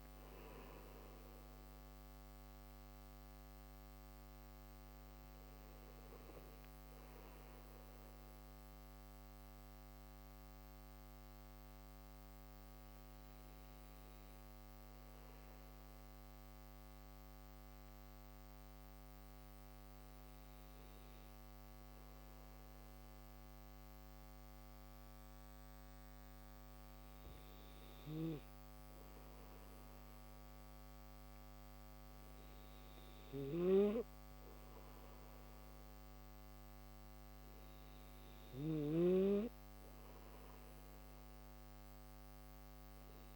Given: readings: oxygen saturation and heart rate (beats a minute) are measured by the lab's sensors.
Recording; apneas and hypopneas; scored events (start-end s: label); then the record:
breathing in sleep by a microphone on the trachea; 1
8.00-27.50 s: obstructive apnea (oxygen 97% before, 91% lowest, heart rate 73 before, 71 extreme, up 2 after)
25.50-43.35 s: oxygen desaturation (device-marked, oxygen 96% before, 92% lowest, heart rate 72 before, 74 extreme)
From the record:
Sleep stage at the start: N1 (lightest sleep); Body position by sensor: on the back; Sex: male